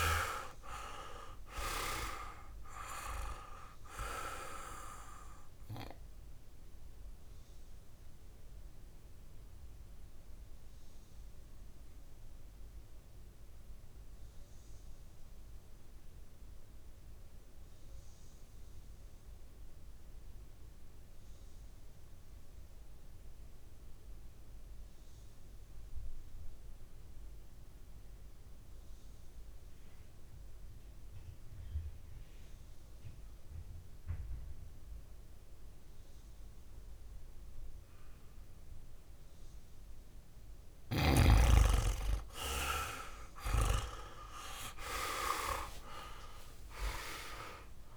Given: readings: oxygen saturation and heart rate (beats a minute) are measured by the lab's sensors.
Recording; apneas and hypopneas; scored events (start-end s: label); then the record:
breathing in sleep by a room microphone; 1
0.00-22.50 s: oxygen desaturation (device-marked, oxygen 87% lowest, heart rate 56 extreme)
7.00-40.00 s: obstructive apnea (oxygen 100% before, 86% lowest, heart rate 65 before, 52 extreme, up 40 after)
36.50-47.97 s: oxygen desaturation (device-marked, oxygen 99% before, 86% lowest, heart rate 59 before, 52 extreme)
45.00-47.97 s: arousal
From the record:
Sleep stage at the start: N2 (light sleep); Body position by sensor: on the back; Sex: male